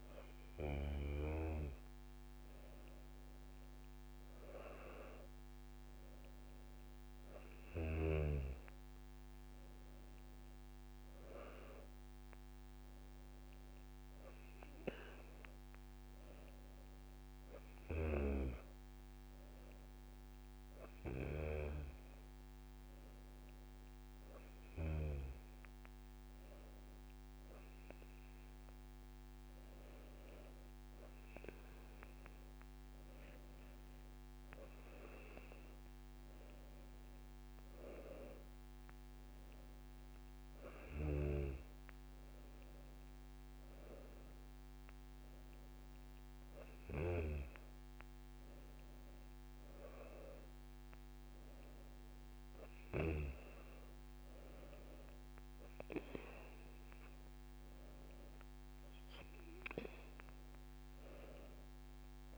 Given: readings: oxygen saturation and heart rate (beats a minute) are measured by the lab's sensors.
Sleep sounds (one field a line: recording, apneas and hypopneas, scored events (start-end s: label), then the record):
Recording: breathing in sleep by a microphone on the trachea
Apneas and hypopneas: none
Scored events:
0.00-8.50 s: drop in pulse transit time (device-marked)
9.00-11.00 s: long interval between heartbeats (device-marked)
13.50-15.50 s: long interval between heartbeats (device-marked, heart rate 38 before, 64 extreme)
26.00-28.00 s: long interval between heartbeats (device-marked, heart rate 52 before, 70 extreme)
36.50-47.50 s: drop in pulse transit time (device-marked, heart rate 57 before, 28 extreme)
37.00-39.00 s: long interval between heartbeats (device-marked, heart rate 57 before, 28 extreme)
44.00-46.00 s: long interval between heartbeats (device-marked, heart rate 48 before, 58 extreme)
48.00-50.00 s: long interval between heartbeats (device-marked, heart rate 46 before, 65 extreme)
51.50-53.50 s: long interval between heartbeats (device-marked, heart rate 44 before, 57 extreme)
54.50-56.50 s: long interval between heartbeats (device-marked, heart rate 50 before, 46 extreme)
59.50-61.50 s: long interval between heartbeats (device-marked, heart rate 55 before, 52 extreme)
59.50-62.38 s: drop in pulse transit time (device-marked, heart rate 55 before, 49 extreme)
From the record:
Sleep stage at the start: N2 (light sleep)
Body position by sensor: on the back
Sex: female